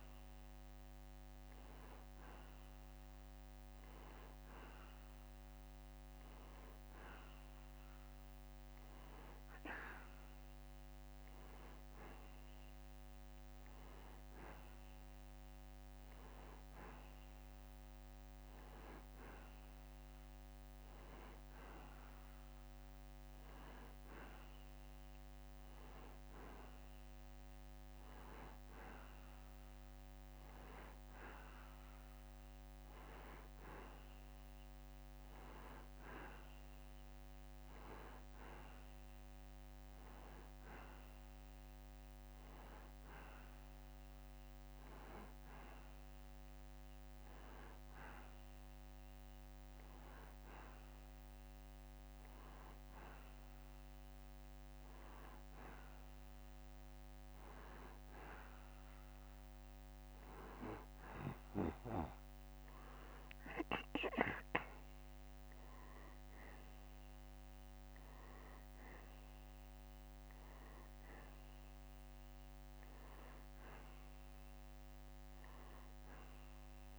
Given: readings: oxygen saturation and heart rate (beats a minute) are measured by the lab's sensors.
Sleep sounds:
breathing in sleep by a microphone on the trachea; none
58.00-76.99 s: new sleep stage, N2 (light sleep)
From the record:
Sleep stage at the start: N1 (lightest sleep); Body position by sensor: on the back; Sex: male

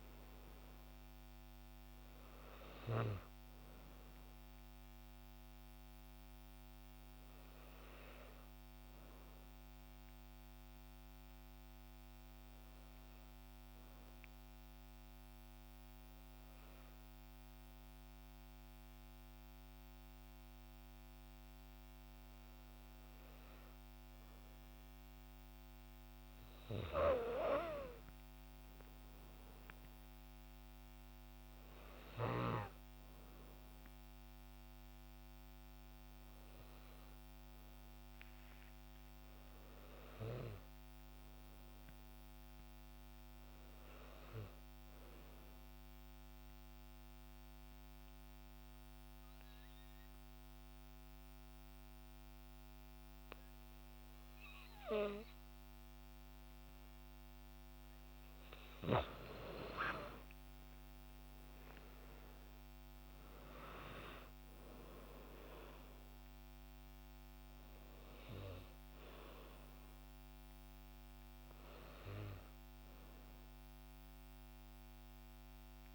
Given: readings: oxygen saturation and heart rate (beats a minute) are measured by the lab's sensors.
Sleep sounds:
breathing in sleep by a microphone on the trachea; 2
0.00-2.00 s: arousal
11.50-24.00 s: hypopnea (oxygen 95% before, 90% lowest, heart rate 187 before, 55 extreme, up 3 after)
28.00-32.50 s: arousal
33.50-52.50 s: oxygen desaturation (device-marked, oxygen 97% before, 93% lowest, heart rate 136 before, 54 extreme)
46.00-58.50 s: obstructive apnea (oxygen 97% before, 90% lowest, heart rate 83 before, 54 extreme, up 42 after)
60.00-64.00 s: arousal
65.50-75.95 s: oxygen desaturation (device-marked, oxygen 96% before, 90% lowest, heart rate 89 before, 53 extreme)
From the record:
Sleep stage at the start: N2 (light sleep); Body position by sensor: on the back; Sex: female

